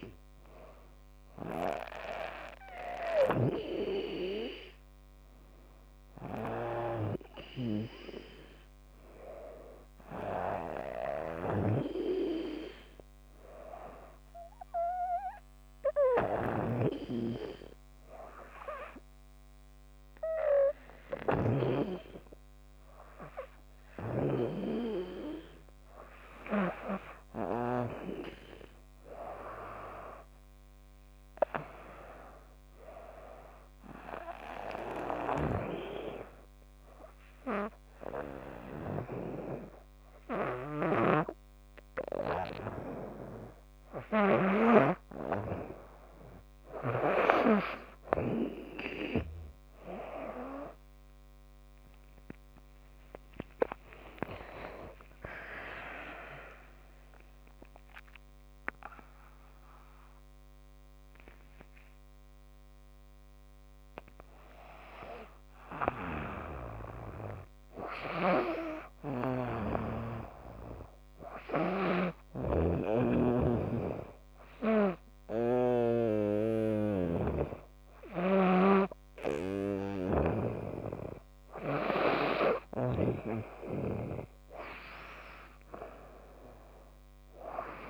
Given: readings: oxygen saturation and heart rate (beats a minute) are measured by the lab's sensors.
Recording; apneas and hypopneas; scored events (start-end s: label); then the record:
breathing in sleep by a microphone on the trachea; 1
0.00-21.50 s: snoring (device-marked)
17.00-27.00 s: hypopnea (oxygen 98% before, 96% lowest, heart rate 82 before, 76 extreme, up 10 after)
23.50-27.50 s: snoring (device-marked)
30.00-33.00 s: arousal
35.00-44.50 s: snoring (device-marked)
52.50-56.50 s: arousal
67.50-75.50 s: snoring (device-marked)
82.50-87.90 s: snoring (device-marked)
From the record:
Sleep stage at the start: N2 (light sleep); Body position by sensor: on the back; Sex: female